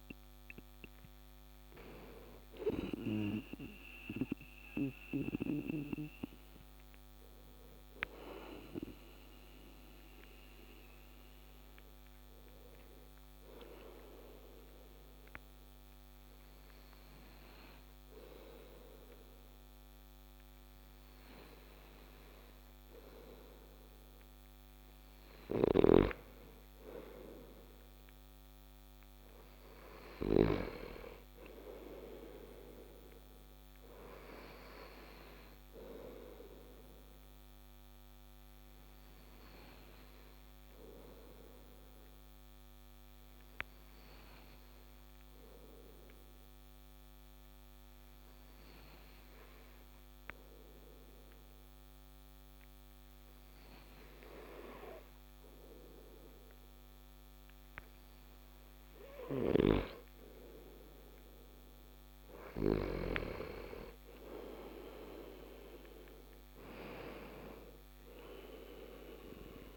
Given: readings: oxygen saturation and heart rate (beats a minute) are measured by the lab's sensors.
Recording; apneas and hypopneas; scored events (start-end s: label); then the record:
breathing in sleep by a microphone on the trachea; 2
3.50-20.50 s: hypopnea (oxygen 96% before, 92% lowest)
6.50-20.50 s: oxygen desaturation (device-marked, oxygen 96% before, 92% lowest)
22.00-24.50 s: arousal
39.00-56.50 s: obstructive apnea (oxygen 96% before, 92% lowest)
58.50-62.00 s: arousal
From the record:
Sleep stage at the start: N2 (light sleep); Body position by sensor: on the back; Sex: male